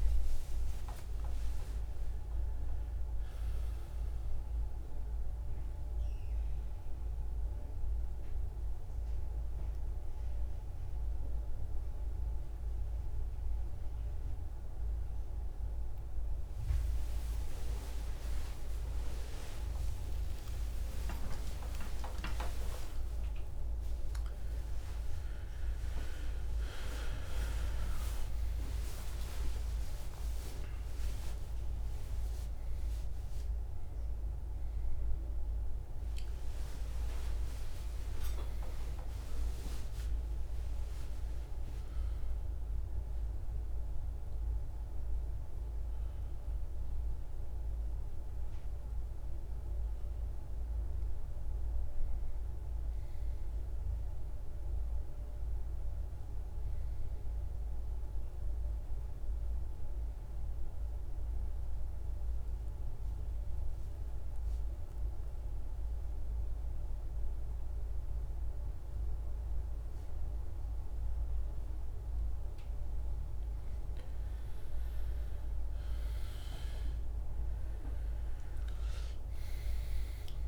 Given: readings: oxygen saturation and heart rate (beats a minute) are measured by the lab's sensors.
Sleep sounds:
a person awake in a sleep study, by a room microphone; 1
55.50-80.48 s: new sleep stage, N1 (lightest sleep)
63.50-73.50 s: central apnea (oxygen 99% before, 87% lowest, heart rate 61 before, 60 extreme, up 15 after)
66.50-80.48 s: oxygen desaturation (device-marked, oxygen 98% before, 87% lowest, heart rate 60 before, 60 extreme)
77.50-80.48 s: arousal
From the record:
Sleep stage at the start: awake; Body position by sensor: on the back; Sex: male

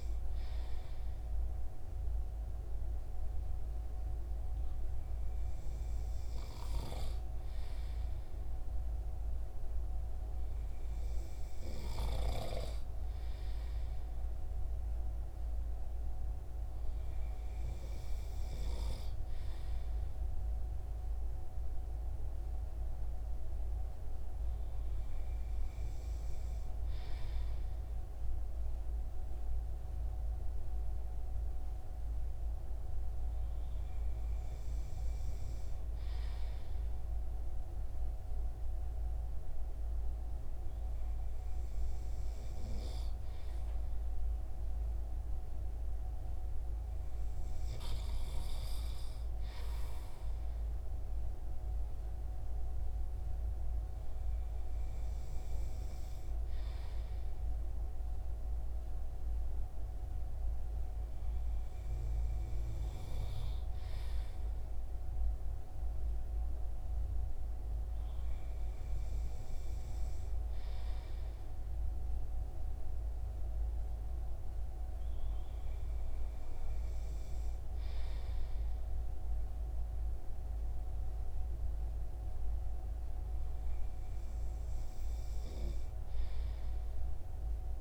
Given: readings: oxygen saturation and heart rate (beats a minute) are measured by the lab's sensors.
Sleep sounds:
breathing in sleep, hard to hear, by a room microphone; none
none scored
From the record:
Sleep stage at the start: N2 (light sleep); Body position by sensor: on the front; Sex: male

